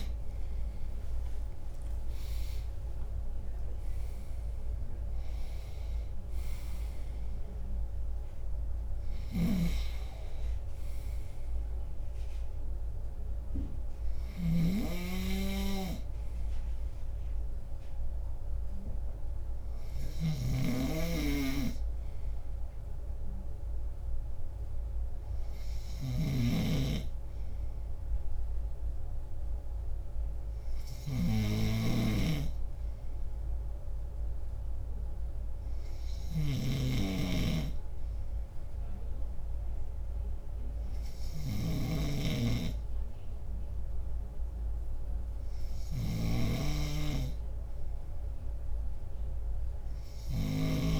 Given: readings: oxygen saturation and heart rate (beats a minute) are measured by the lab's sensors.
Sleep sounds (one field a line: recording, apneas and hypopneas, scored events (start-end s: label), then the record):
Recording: breathing in sleep by a room microphone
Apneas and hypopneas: none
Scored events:
0.50-4.50 s: arousal
9.00-50.99 s: snoring (device-marked)
From the record:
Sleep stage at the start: N2 (light sleep)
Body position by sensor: on the left side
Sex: male